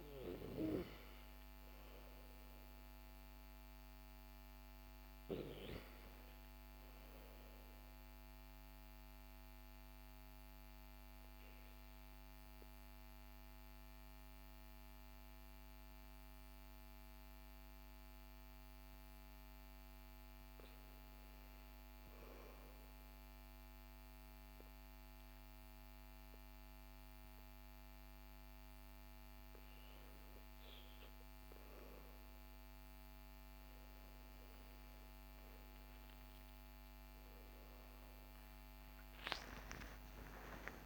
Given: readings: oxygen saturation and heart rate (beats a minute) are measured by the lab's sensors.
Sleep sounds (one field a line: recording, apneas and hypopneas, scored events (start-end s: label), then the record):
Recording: breathing in sleep by a microphone on the trachea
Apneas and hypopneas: 1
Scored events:
7.50-19.00 s: obstructive apnea (oxygen 98% before, 95% lowest, heart rate 64 before, 59 extreme, up 6 after)
21.00-25.00 s: arousal
35.00-40.86 s: arousal
36.50-40.86 s: oxygen desaturation (device-marked, oxygen 98% before, 95% lowest, heart rate 63 before, 55 extreme)
From the record:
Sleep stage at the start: REM sleep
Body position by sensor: on the back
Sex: male